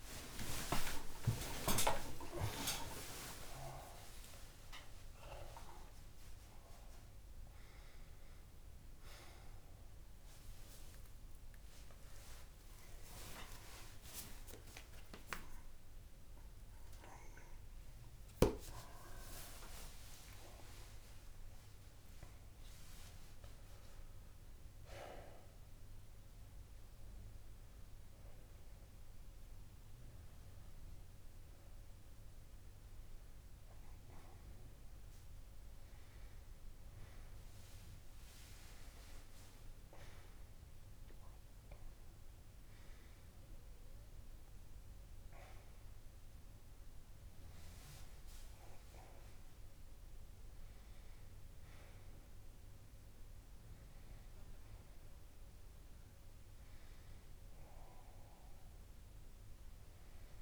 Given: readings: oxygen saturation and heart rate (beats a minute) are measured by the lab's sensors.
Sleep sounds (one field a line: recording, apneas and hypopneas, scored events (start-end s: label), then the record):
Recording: a person awake in a sleep study, by a room microphone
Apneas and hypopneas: none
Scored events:
0.00-2.00 s: oxygen desaturation (device-marked, oxygen 92% lowest)
33.00-60.42 s: new sleep stage, N1 (lightest sleep)
From the record:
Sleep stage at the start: awake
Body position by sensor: on the left side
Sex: male